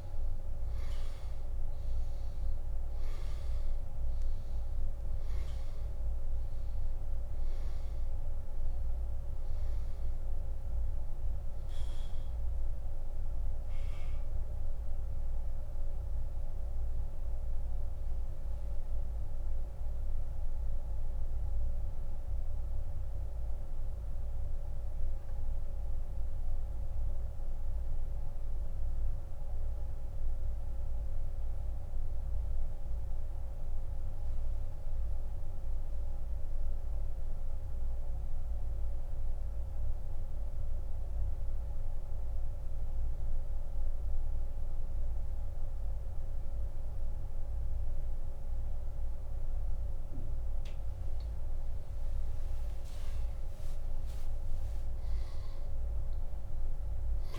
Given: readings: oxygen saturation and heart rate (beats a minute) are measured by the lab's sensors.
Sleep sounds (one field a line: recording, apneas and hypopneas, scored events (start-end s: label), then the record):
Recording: breathing in sleep, hard to hear, by a room microphone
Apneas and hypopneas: 1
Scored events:
1.00-31.00 s: oxygen desaturation (device-marked, oxygen 97% before, 91% lowest)
16.00-50.50 s: central apnea (oxygen 98% before, 87% lowest)
33.00-48.00 s: oxygen desaturation (device-marked, oxygen 92% before, 87% lowest)
52.50-56.50 s: arousal
From the record:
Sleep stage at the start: N2 (light sleep)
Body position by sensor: on the back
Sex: male